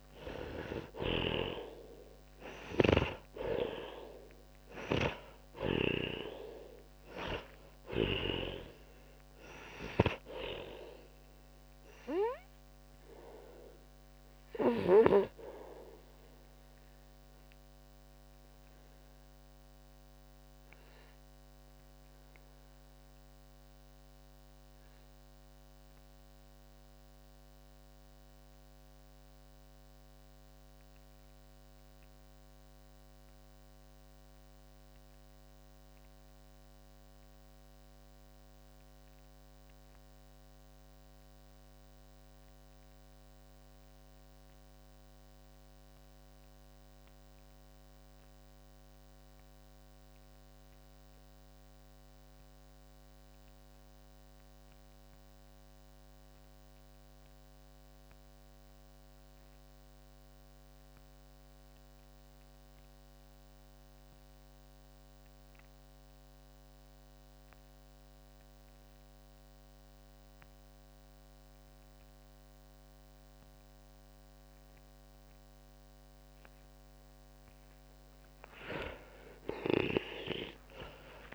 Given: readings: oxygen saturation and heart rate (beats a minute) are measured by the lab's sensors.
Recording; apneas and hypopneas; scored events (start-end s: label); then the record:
breathing in sleep by a microphone on the trachea; 1
0.00-10.00 s: snoring (device-marked)
0.00-47.00 s: oxygen desaturation (device-marked, oxygen 81% lowest, heart rate 36 extreme)
14.50-75.50 s: mixed apnea (oxygen 97% before, 77% lowest, heart rate 65 before, 36 extreme, up 21 after)
70.00-81.35 s: oxygen desaturation (device-marked, oxygen 98% before, 77% lowest, heart rate 51 before, 35 extreme)
77.50-81.00 s: arousal
From the record:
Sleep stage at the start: N2 (light sleep); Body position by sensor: on the back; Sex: male